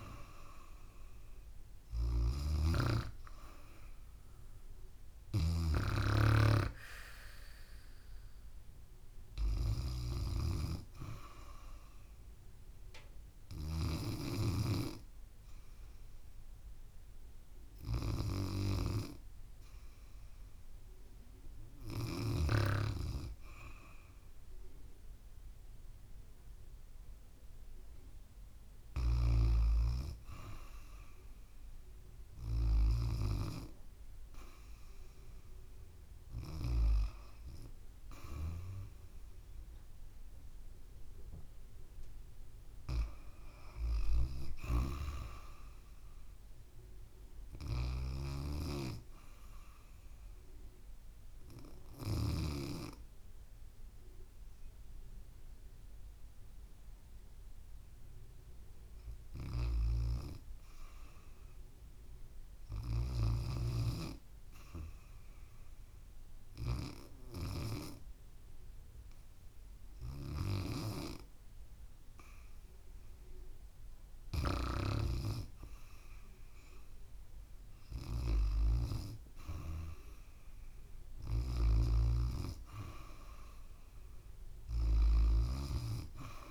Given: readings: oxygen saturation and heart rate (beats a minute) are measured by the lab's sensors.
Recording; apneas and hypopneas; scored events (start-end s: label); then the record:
breathing in sleep by a room microphone; 3
0.00-10.00 s: snoring (device-marked)
4.00-8.00 s: arousal
13.50-27.50 s: hypopnea (oxygen 95% before, 93% lowest, heart rate 73 before, 68 extreme, up 0 after)
30.00-34.00 s: arousal
44.50-48.00 s: snoring (device-marked)
49.50-59.50 s: obstructive apnea (oxygen 96% before, 93% lowest, heart rate 70 before, 68 extreme, up 0 after)
65.00-75.50 s: obstructive apnea (oxygen 96% before, 93% lowest, heart rate 71 before, 70 extreme, up 7 after)
80.00-84.50 s: arousal
81.50-86.50 s: snoring (device-marked)
From the record:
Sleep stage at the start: REM sleep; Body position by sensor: on the back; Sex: female